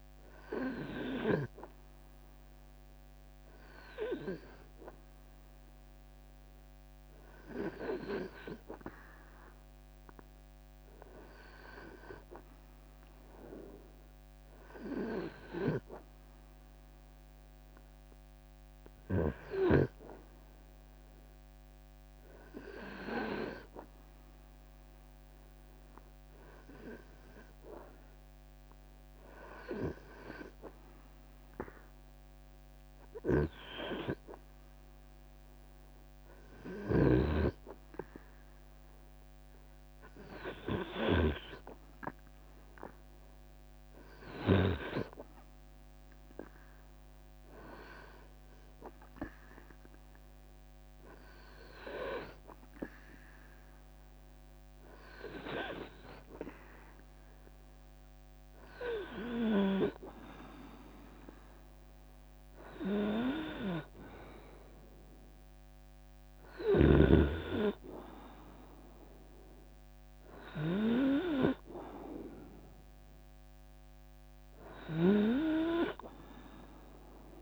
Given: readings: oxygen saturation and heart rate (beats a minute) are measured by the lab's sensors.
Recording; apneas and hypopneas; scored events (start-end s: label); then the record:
breathing in sleep by a microphone on the trachea; none
25.50-47.50 s: drop in pulse transit time (device-marked, heart rate 74 before, 77 extreme)
27.00-29.00 s: long interval between heartbeats (device-marked, heart rate 74 before, 83 extreme)
62.50-76.50 s: drop in pulse transit time (device-marked, heart rate 74 before, 71 extreme)
From the record:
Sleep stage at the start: REM sleep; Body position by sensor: on the right side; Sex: male